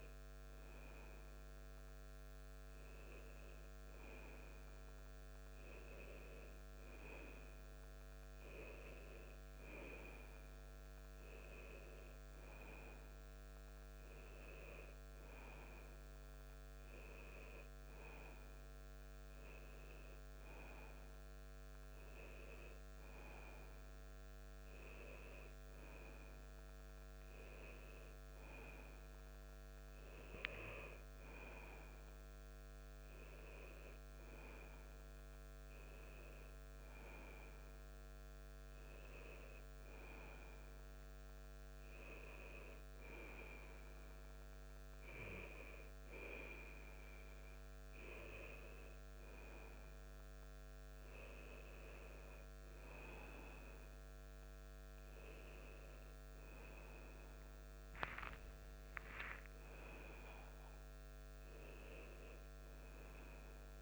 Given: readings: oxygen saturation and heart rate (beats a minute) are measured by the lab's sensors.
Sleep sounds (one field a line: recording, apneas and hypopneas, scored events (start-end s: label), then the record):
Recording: a person awake in a sleep study, by a microphone on the trachea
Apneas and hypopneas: none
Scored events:
none scored
From the record:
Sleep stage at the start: awake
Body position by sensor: on the back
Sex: male